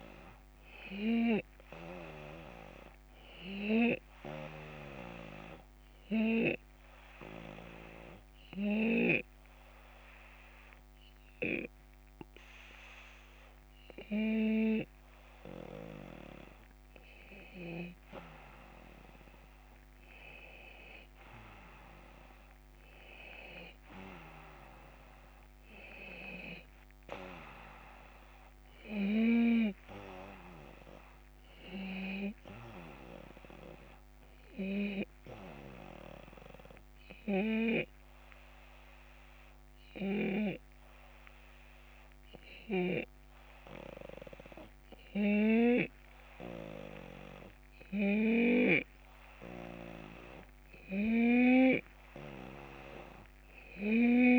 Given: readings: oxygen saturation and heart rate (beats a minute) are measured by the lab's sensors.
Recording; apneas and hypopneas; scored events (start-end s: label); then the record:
breathing in sleep by a microphone on the trachea; 2
3.50-15.50 s: obstructive apnea (oxygen 94% before, 91% lowest)
18.50-22.00 s: arousal
36.50-48.50 s: obstructive apnea (oxygen 94% before, 91% lowest)
50.50-53.50 s: arousal
From the record:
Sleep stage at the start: N2 (light sleep); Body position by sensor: on the left side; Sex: male